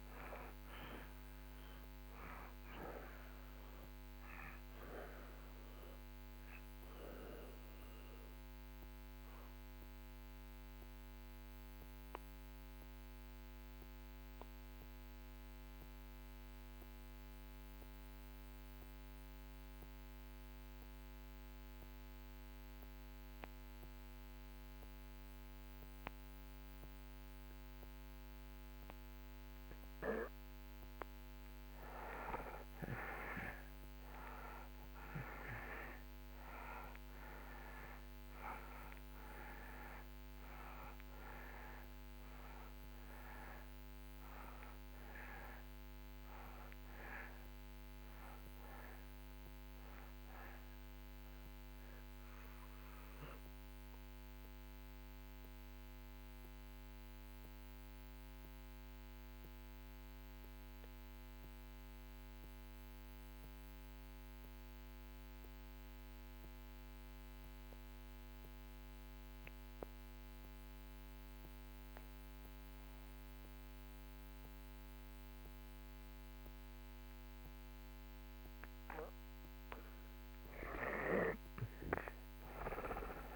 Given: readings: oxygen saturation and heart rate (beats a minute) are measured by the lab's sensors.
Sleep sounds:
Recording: breathing in sleep by a microphone on the trachea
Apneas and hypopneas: 2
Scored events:
0.00-26.50 s: oxygen desaturation (device-marked, oxygen 76% lowest)
7.50-29.00 s: mixed apnea (oxygen 96% before, 75% lowest)
34.50-69.50 s: oxygen desaturation (device-marked, oxygen 97% before, 75% lowest)
35.00-39.50 s: arousal
53.00-79.00 s: mixed apnea (oxygen 97% before, 75% lowest)
81.00-83.36 s: arousal
From the record:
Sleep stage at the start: N2 (light sleep)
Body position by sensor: on the back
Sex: male

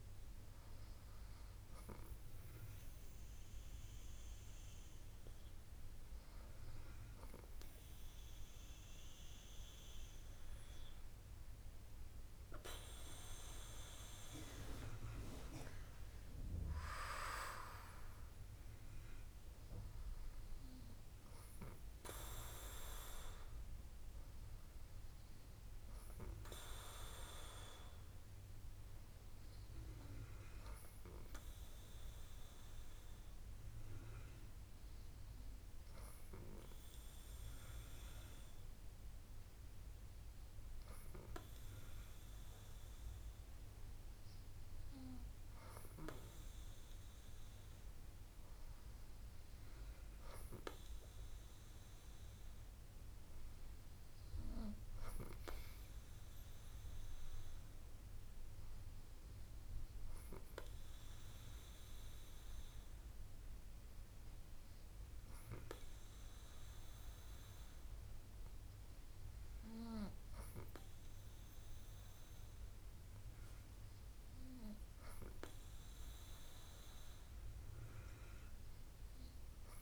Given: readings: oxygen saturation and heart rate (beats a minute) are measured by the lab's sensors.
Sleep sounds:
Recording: breathing in sleep by a room microphone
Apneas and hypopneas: none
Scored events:
none scored
From the record:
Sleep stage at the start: N2 (light sleep)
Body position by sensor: on the back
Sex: female

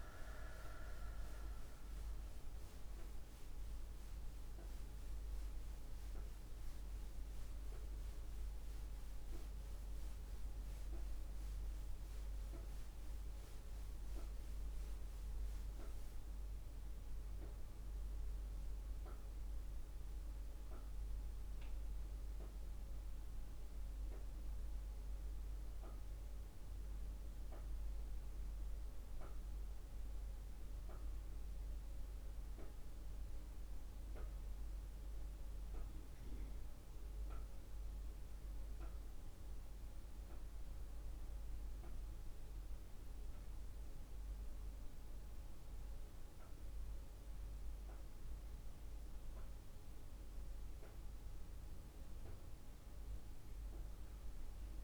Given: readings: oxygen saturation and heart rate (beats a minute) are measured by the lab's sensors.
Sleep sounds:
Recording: breathing in sleep, hard to hear, by a room microphone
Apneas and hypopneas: 1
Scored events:
6.00-54.84 s: new sleep stage, N2 (light sleep)
18.00-23.00 s: arousal
27.00-49.00 s: mixed apnea (oxygen 99% before, 93% lowest, heart rate 61 before, 55 extreme, up 0 after)
44.00-54.84 s: oxygen desaturation (device-marked, oxygen 97% before, 93% lowest, heart rate 57 before, 56 extreme)
51.00-54.84 s: arousal
From the record:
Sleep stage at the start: N1 (lightest sleep)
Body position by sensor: on the back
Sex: female

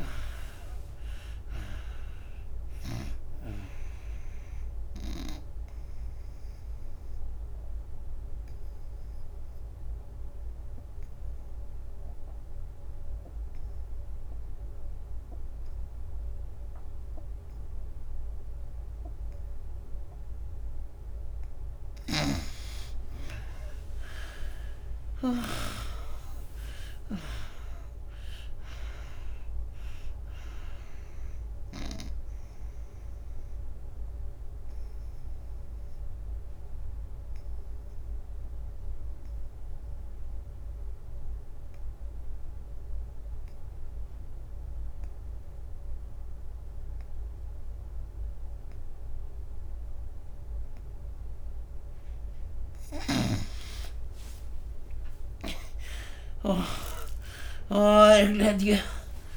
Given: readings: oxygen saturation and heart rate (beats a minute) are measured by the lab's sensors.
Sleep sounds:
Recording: breathing in sleep by a room microphone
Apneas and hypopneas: 2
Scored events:
0.00-14.50 s: oxygen desaturation (device-marked, oxygen 75% lowest, heart rate 71 extreme)
5.00-21.00 s: obstructive apnea (oxygen 97% before, 71% lowest, heart rate 84 before, 71 extreme, up 35 after)
22.00-25.50 s: snoring (device-marked)
23.50-27.50 s: arousal
33.00-51.50 s: obstructive apnea (oxygen 98% before, 71% lowest, heart rate 85 before, 81 extreme, up 39 after)
33.50-46.50 s: oxygen desaturation (device-marked, oxygen 97% before, 78% lowest, heart rate 87 before, 81 extreme)
48.50-59.37 s: oxygen desaturation (device-marked, oxygen 98% before, 71% lowest, heart rate 95 before, 72 extreme)
52.50-59.37 s: snoring (device-marked)
53.50-58.00 s: arousal
From the record:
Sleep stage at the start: N2 (light sleep)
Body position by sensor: on the right side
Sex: female

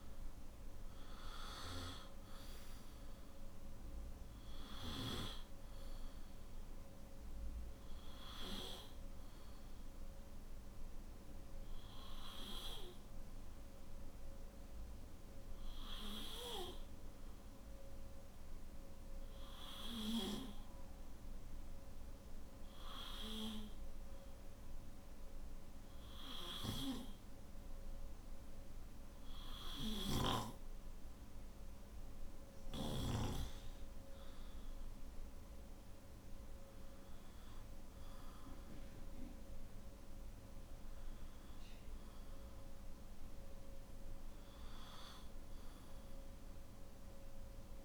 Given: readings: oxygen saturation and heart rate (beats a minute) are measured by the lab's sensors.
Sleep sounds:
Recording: breathing in sleep by a room microphone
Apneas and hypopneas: 1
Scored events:
11.50-28.50 s: hypopnea (oxygen 98% before, 94% lowest, heart rate 56 before, 50 extreme, up 8 after)
From the record:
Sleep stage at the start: N1 (lightest sleep)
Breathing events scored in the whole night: 231 in 5.2 hours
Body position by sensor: on the back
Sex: male

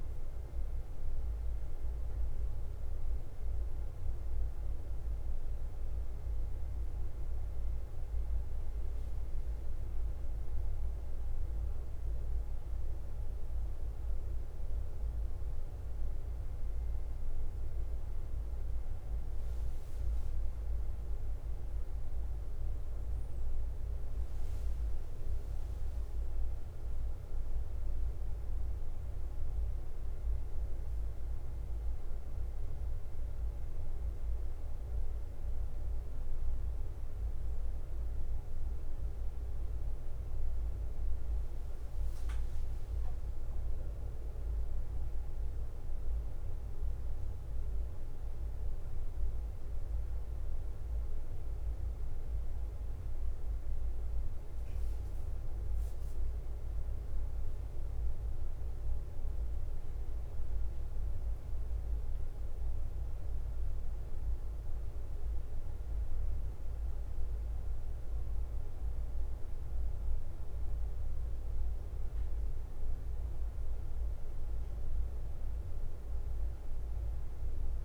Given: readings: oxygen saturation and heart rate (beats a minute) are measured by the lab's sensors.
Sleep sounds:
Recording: breathing in sleep, hard to hear, by a room microphone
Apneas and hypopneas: none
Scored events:
0.00-77.85 s: bradycardia (device-marked, heart rate 45 extreme)
From the record:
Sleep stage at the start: N1 (lightest sleep)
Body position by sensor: on the back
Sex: male

